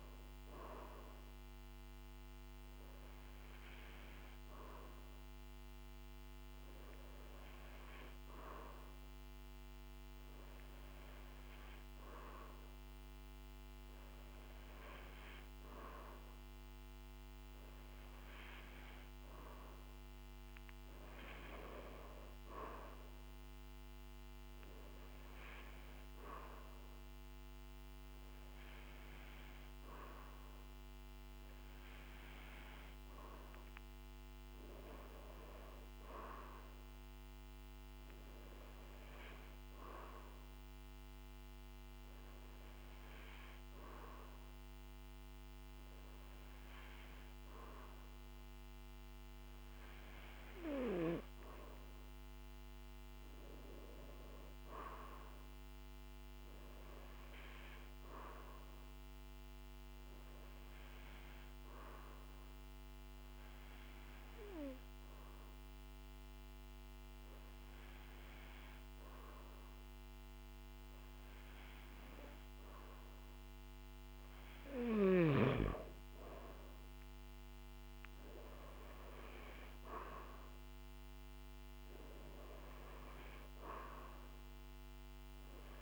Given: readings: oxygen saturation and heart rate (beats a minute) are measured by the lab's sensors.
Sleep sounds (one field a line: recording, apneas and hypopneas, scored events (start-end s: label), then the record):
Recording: breathing in sleep by a microphone on the trachea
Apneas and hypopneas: none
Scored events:
none scored
From the record:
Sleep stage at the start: N2 (light sleep)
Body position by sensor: on the back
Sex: male